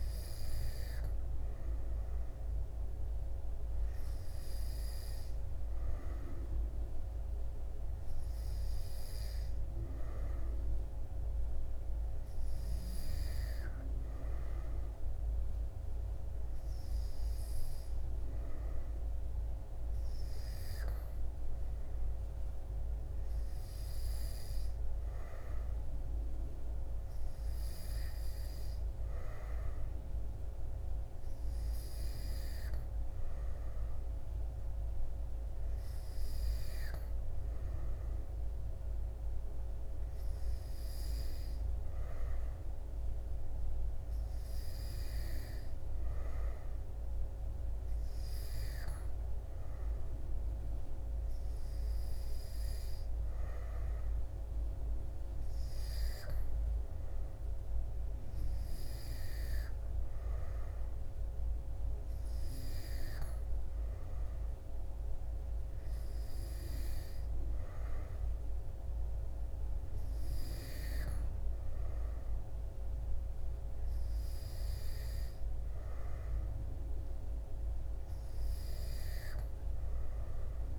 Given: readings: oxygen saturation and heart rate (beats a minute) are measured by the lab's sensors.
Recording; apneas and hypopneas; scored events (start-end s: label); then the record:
breathing in sleep, hard to hear, by a room microphone; none
none scored
From the record:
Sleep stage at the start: N2 (light sleep); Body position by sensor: on the back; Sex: male